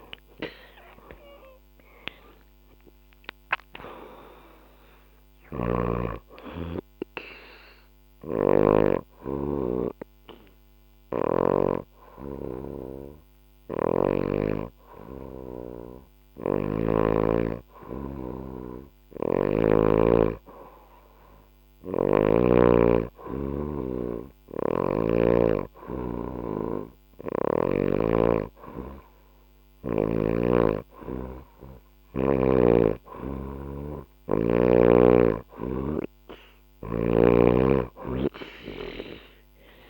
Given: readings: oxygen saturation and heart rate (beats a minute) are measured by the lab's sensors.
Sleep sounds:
breathing in sleep by a microphone on the trachea; 1
0.00-16.00 s: oxygen desaturation (device-marked, oxygen 92% lowest, heart rate 62 extreme)
6.50-18.00 s: hypopnea (oxygen 96% before, 91% lowest, heart rate 70 before, 62 extreme, up 4 after)
7.50-11.00 s: snoring (device-marked)
13.00-16.50 s: snoring (device-marked)
18.50-22.00 s: snoring (device-marked)
19.50-23.00 s: arousal
From the record:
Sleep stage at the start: N2 (light sleep); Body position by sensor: on the back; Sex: female

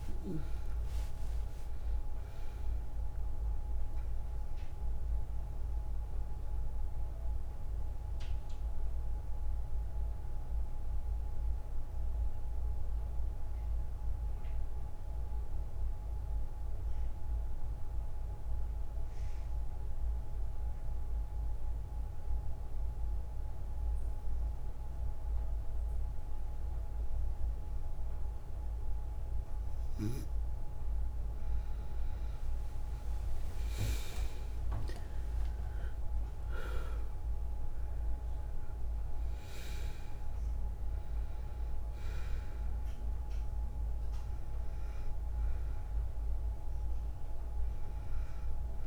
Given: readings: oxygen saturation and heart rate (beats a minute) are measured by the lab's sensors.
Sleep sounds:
breathing in sleep, hard to hear, by a room microphone; 1
0.00-1.00 s: arousal
0.00-12.50 s: oxygen desaturation (device-marked, oxygen 93% lowest, heart rate 52 extreme)
1.50-3.50 s: long interval between heartbeats (device-marked, heart rate 68 before, 83 extreme)
3.50-29.50 s: obstructive apnea (oxygen 97% before, 91% lowest, heart rate 70 before, 52 extreme, up 8 after)
30.50-48.86 s: oxygen desaturation (device-marked, oxygen 99% before, 91% lowest, heart rate 57 before, 53 extreme)
33.00-37.00 s: arousal
From the record:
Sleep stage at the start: N2 (light sleep); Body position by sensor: on the front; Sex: female

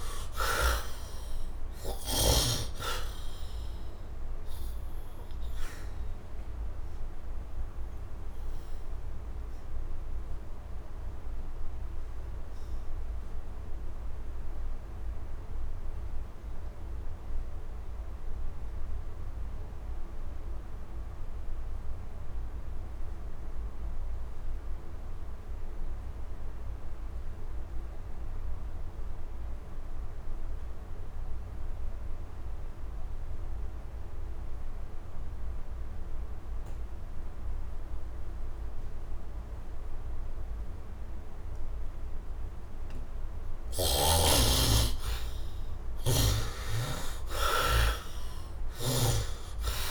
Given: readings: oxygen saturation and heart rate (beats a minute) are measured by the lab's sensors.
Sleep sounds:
breathing in sleep by a room microphone; 1
0.00-2.00 s: arousal
0.00-2.50 s: snoring (device-marked)
0.00-20.50 s: oxygen desaturation (device-marked, oxygen 56% lowest, heart rate 67 extreme)
6.00-43.00 s: obstructive apnea (oxygen 99% before, 48% lowest, heart rate 80 before, 67 extreme, up 17 after)
25.50-49.90 s: oxygen desaturation (device-marked, oxygen 98% before, 48% lowest, heart rate 75 before, 69 extreme)
43.50-49.00 s: snoring (device-marked)
44.50-48.50 s: arousal
From the record:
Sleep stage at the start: N2 (light sleep); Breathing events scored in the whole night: 417 in 5.0 hours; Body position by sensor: on the right side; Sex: male

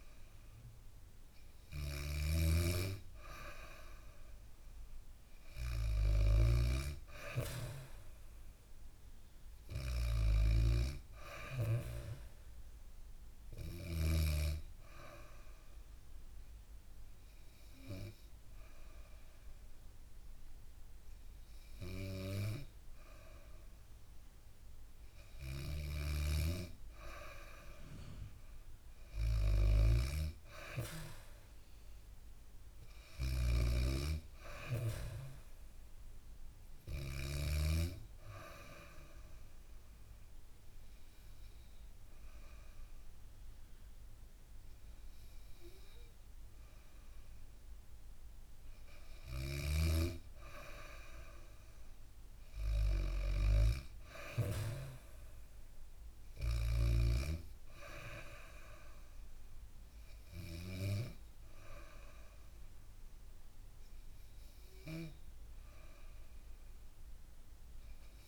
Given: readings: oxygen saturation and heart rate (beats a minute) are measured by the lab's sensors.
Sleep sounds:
breathing in sleep by a room microphone; 2
0.00-3.00 s: oxygen desaturation (device-marked, oxygen 95% lowest, heart rate 64 extreme)
1.00-13.50 s: snoring (device-marked)
13.50-24.00 s: hypopnea (oxygen 98% before, 94% lowest, heart rate 65 before, 64 extreme, up 5 after)
26.50-30.50 s: arousal
29.00-37.00 s: snoring (device-marked)
31.00-50.00 s: oxygen desaturation (device-marked, oxygen 97% before, 94% lowest, heart rate 66 before, 65 extreme)
37.00-48.50 s: hypopnea (oxygen 97% before, 94% lowest, heart rate 67 before, 65 extreme, up 4 after)
48.50-54.00 s: snoring (device-marked)
51.50-56.00 s: arousal
From the record:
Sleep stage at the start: N2 (light sleep); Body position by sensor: on the back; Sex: female

